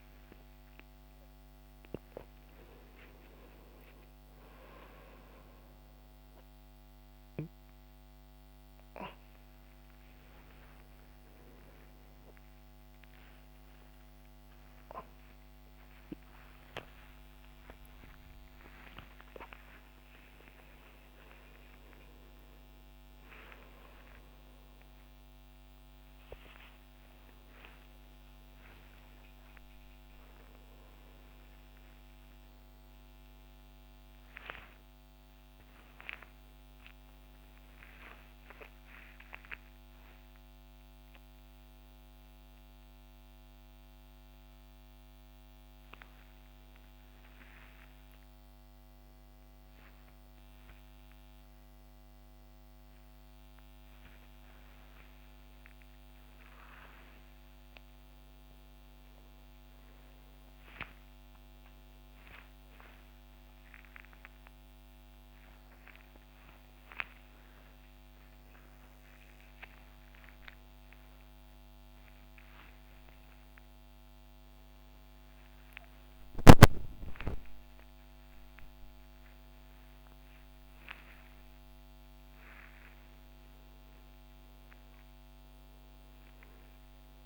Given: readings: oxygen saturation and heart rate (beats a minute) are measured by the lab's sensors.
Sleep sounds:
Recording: a person awake in a sleep study, by a microphone on the trachea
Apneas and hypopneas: none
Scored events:
0.00-6.00 s: oxygen desaturation (device-marked, oxygen 91% lowest, heart rate 57 extreme)
57.00-64.00 s: oxygen desaturation (device-marked, oxygen 96% before, 93% lowest, heart rate 93 before, 57 extreme)
From the record:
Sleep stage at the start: awake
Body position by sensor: on the back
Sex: male

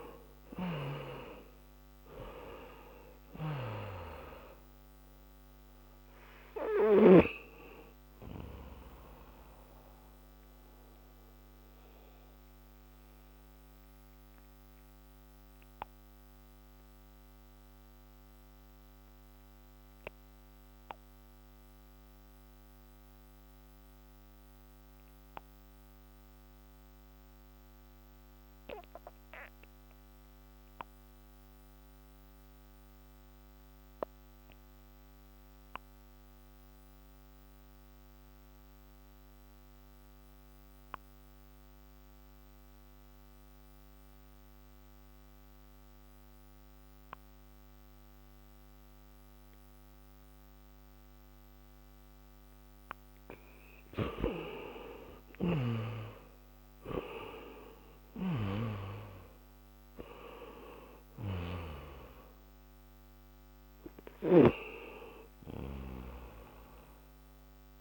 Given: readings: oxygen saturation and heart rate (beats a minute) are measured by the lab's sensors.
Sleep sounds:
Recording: breathing in sleep by a microphone on the trachea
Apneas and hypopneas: 1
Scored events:
0.00-30.50 s: oxygen desaturation (device-marked, oxygen 62% lowest)
10.00-53.50 s: obstructive apnea (oxygen 81% before, 62% lowest)
32.50-67.81 s: oxygen desaturation (device-marked, oxygen 99% before, 66% lowest)
55.00-64.50 s: snoring (device-marked)
56.00-60.00 s: arousal
From the record:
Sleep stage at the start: REM sleep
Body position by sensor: on the back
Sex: male

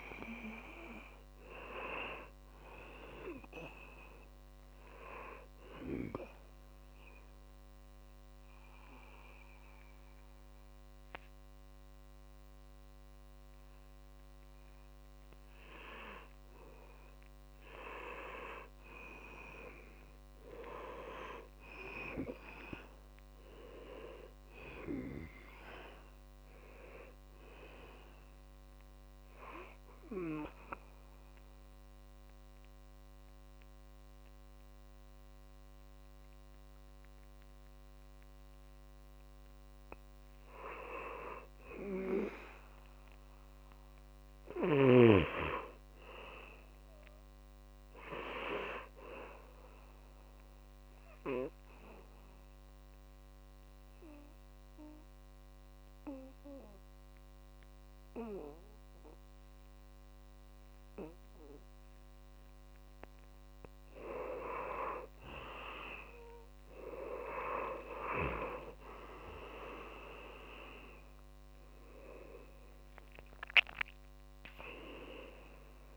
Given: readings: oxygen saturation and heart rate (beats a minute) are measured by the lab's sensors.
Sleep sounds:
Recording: breathing in sleep by a microphone on the trachea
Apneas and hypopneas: 3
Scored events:
2.50-15.50 s: oxygen desaturation (device-marked, oxygen 99% before, 94% lowest, heart rate 67 before, 61 extreme)
6.50-18.00 s: mixed apnea (oxygen 99% before, 94% lowest, heart rate 68 before, 61 extreme, up 0 after)
20.50-24.00 s: arousal
30.00-41.00 s: mixed apnea (oxygen 98% before, 91% lowest, heart rate 68 before, 59 extreme, up 4 after)
44.50-48.00 s: arousal
49.50-63.50 s: oxygen desaturation (device-marked, oxygen 98% before, 94% lowest, heart rate 64 before, 61 extreme)
53.50-64.50 s: obstructive apnea (oxygen 98% before, 90% lowest, heart rate 64 before, 61 extreme, up 2 after)
66.50-70.50 s: arousal
69.50-75.96 s: oxygen desaturation (device-marked, oxygen 98% before, 91% lowest, heart rate 68 before, 58 extreme)
From the record:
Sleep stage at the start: N2 (light sleep)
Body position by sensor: on the back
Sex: male

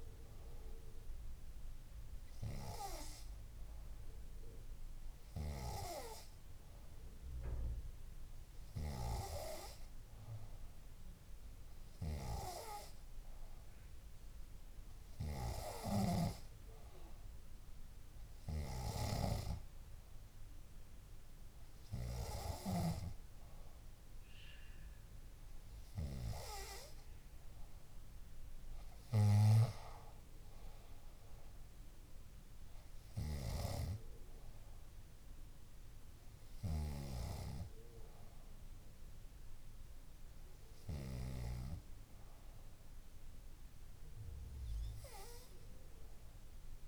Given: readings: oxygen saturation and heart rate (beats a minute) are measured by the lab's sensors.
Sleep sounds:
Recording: breathing in sleep by a room microphone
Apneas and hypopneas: none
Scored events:
34.00-44.00 s: bradycardia (device-marked, heart rate 64 before, 56 extreme)
From the record:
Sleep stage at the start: N2 (light sleep)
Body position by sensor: on the back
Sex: female

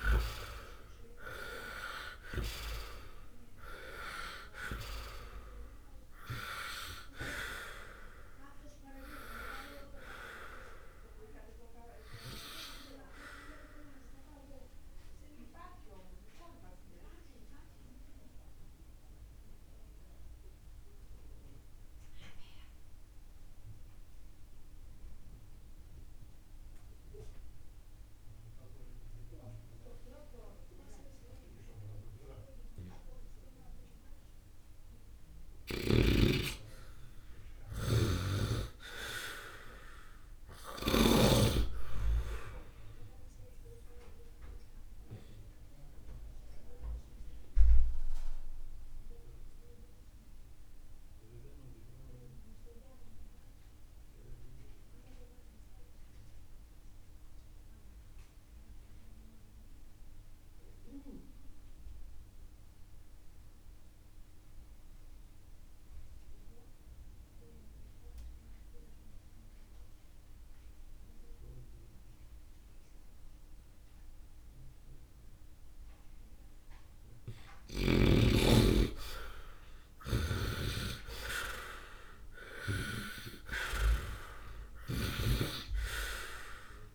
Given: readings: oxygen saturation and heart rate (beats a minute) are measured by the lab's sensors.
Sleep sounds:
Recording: breathing in sleep by a room microphone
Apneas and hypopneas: 2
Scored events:
0.00-1.50 s: arousal
8.50-29.50 s: oxygen desaturation (device-marked, oxygen 87% before, 70% lowest, heart rate 55 before, 62 extreme)
12.00-34.00 s: obstructive apnea (oxygen 96% before, 70% lowest, heart rate 57 before, 62 extreme)
36.00-39.50 s: arousal
43.50-77.00 s: obstructive apnea (oxygen 96% before, 71% lowest, heart rate 67 before, 45 extreme, up 14 after)
48.50-66.50 s: oxygen desaturation (device-marked, oxygen 96% before, 80% lowest, heart rate 65 before, 45 extreme)
73.50-86.94 s: oxygen desaturation (device-marked, oxygen 96% before, 71% lowest, heart rate 59 before, 48 extreme)
79.00-82.50 s: arousal
80.00-84.00 s: snoring (device-marked)
From the record:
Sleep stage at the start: N2 (light sleep)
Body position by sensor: on the right side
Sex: male

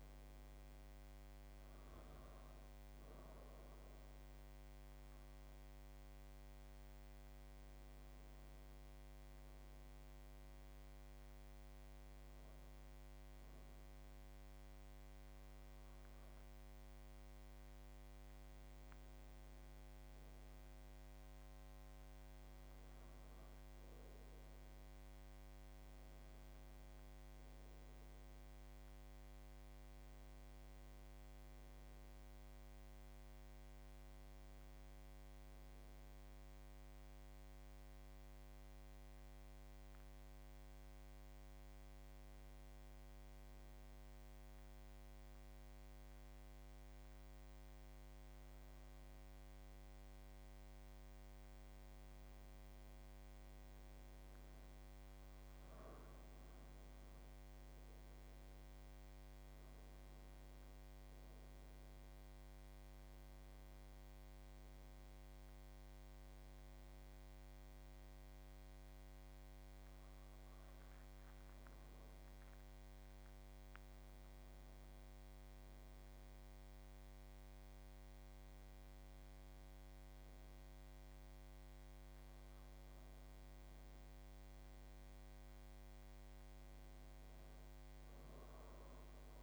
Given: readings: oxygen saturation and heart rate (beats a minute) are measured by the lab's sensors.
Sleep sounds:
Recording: breathing in sleep, hard to hear, by a microphone on the trachea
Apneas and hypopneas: 3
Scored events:
9.00-19.00 s: hypopnea (oxygen 94% before, 89% lowest, heart rate 82 before, 77 extreme, up 2 after)
21.50-26.00 s: arousal
37.00-50.50 s: hypopnea (oxygen 93% before, 89% lowest, heart rate 81 before, 77 extreme, up 5 after)
56.00-78.00 s: oxygen desaturation (device-marked, oxygen 94% before, 89% lowest, heart rate 79 before, 76 extreme)
56.50-59.50 s: arousal
67.50-82.00 s: hypopnea (oxygen 94% before, 89% lowest, heart rate 81 before, 76 extreme, up 5 after)
84.00-87.00 s: arousal
From the record:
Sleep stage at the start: N2 (light sleep)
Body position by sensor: on the back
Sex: male

